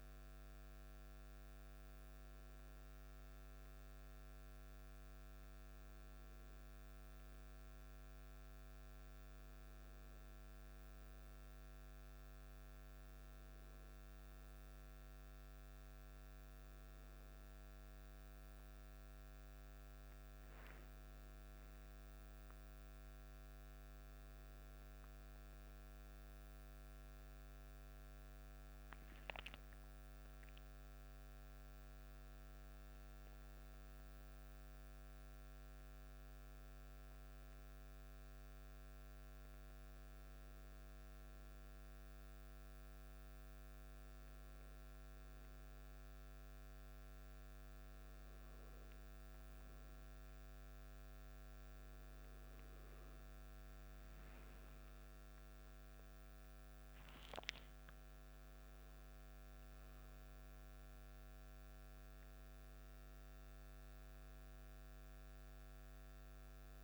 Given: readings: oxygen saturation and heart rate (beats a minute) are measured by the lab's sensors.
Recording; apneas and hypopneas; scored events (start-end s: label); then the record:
breathing in sleep, hard to hear, by a microphone on the trachea; 1
23.50-29.00 s: arousal
35.50-52.00 s: obstructive apnea (oxygen 98% before, 94% lowest, heart rate 58 before, 50 extreme, up 3 after)
53.50-66.84 s: oxygen desaturation (device-marked, oxygen 97% before, 94% lowest, heart rate 53 before, 52 extreme)
54.50-59.00 s: arousal
From the record:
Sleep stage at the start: N1 (lightest sleep); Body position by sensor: on the back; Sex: male